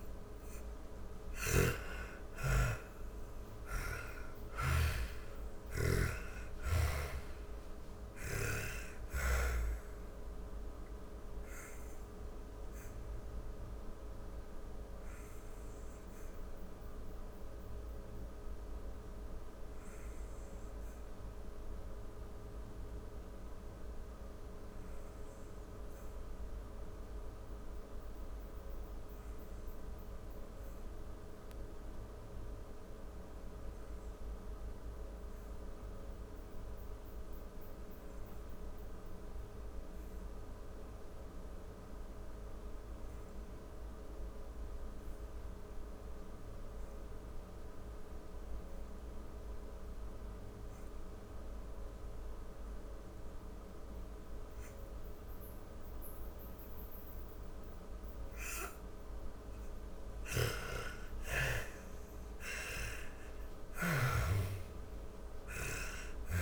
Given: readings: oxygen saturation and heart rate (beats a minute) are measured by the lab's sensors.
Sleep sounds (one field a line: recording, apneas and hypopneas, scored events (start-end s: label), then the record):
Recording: breathing in sleep by a room microphone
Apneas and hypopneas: 1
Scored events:
0.00-3.00 s: snoring (device-marked)
0.00-28.00 s: oxygen desaturation (device-marked, oxygen 81% lowest, heart rate 39 extreme)
10.00-58.00 s: hypopnea (oxygen 98% before, 79% lowest, heart rate 107 before, 39 extreme, up 59 after)
46.00-66.42 s: oxygen desaturation (device-marked, oxygen 98% before, 79% lowest, heart rate 60 before, 45 extreme)
60.00-63.50 s: arousal
From the record:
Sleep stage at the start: N2 (light sleep)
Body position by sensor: on the back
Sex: female